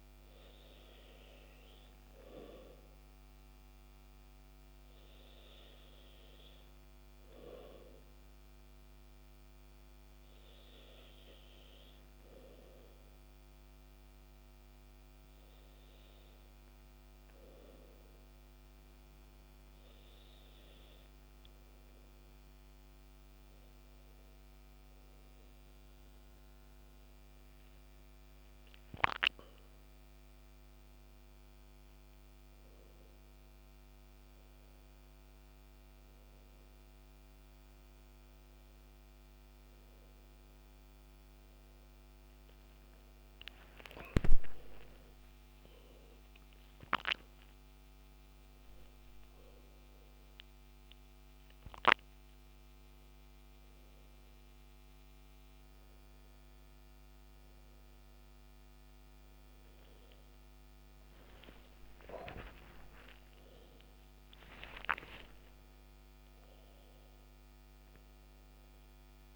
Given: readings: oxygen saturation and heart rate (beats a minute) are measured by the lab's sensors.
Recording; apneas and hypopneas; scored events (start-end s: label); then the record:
breathing in sleep by a microphone on the trachea; none
22.50-69.35 s: new sleep stage, N1 (lightest sleep)
42.00-46.00 s: arousal
60.50-64.50 s: arousal
From the record:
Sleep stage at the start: N2 (light sleep); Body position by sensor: on the back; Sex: male